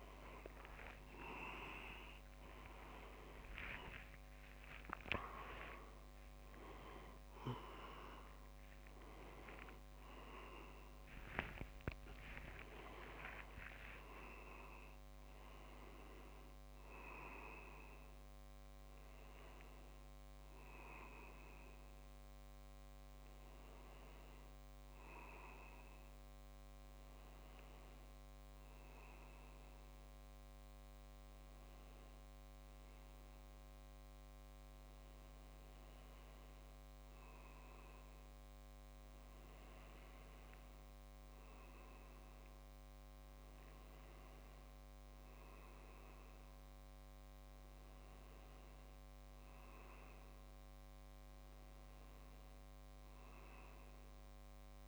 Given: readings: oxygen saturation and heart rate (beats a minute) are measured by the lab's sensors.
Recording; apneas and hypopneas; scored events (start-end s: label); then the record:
a person partly awake in a sleep study, by a microphone on the trachea; none
17.50-54.88 s: new sleep stage, N1 (lightest sleep)
26.50-38.50 s: tachycardia (device-marked, heart rate 62 before, 171 extreme)
50.50-54.50 s: arousal
From the record:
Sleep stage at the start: awake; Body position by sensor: on the back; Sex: male